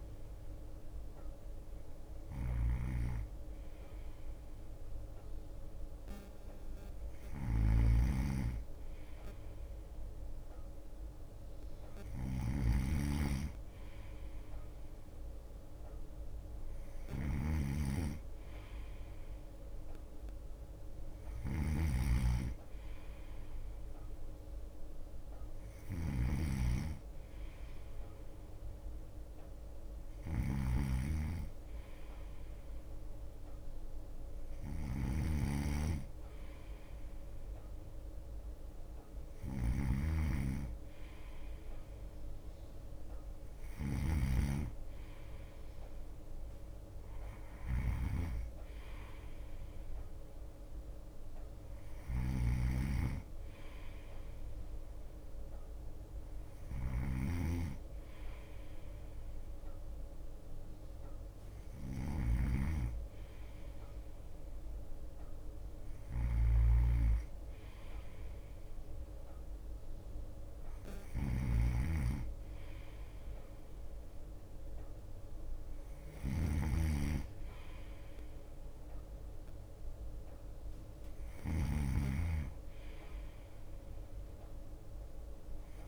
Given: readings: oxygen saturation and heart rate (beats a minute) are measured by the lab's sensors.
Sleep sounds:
breathing in sleep by a room microphone; none
0.00-42.50 s: bradycardia (device-marked, heart rate 55 extreme)
0.00-85.88 s: snoring (device-marked)
45.50-55.50 s: drop in pulse transit time (device-marked, heart rate 58 before, 54 extreme)
49.50-64.50 s: bradycardia (device-marked, heart rate 57 before, 54 extreme)
65.50-74.50 s: drop in pulse transit time (device-marked, heart rate 58 before, 57 extreme)
66.50-82.50 s: bradycardia (device-marked, heart rate 57 before, 56 extreme)
83.50-85.88 s: bradycardia (device-marked, heart rate 57 before, 55 extreme)
From the record:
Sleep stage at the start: N2 (light sleep); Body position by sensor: on the right side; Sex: male

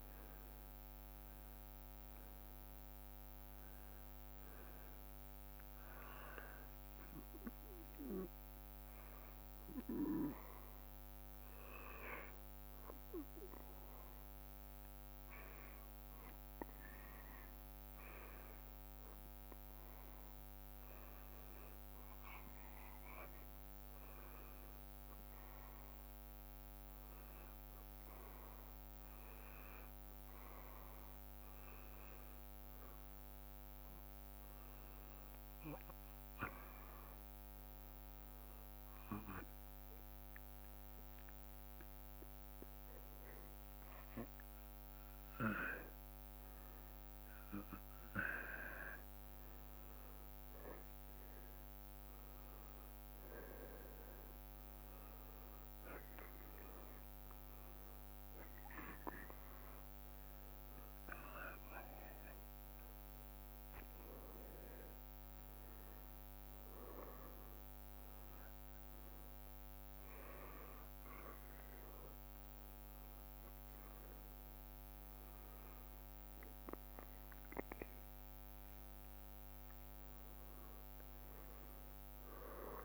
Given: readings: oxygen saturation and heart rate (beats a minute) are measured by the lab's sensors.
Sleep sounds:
breathing in sleep by a microphone on the trachea; 2
8.50-19.50 s: hypopnea (oxygen 95% before, 92% lowest, heart rate 57 before, 56 extreme, up 2 after)
24.00-29.00 s: arousal
35.50-47.00 s: hypopnea (oxygen 95% before, 92% lowest, heart rate 57 before, 58 extreme, up 1 after)
51.00-55.50 s: arousal
From the record:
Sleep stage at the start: N2 (light sleep); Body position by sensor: on the back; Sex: male

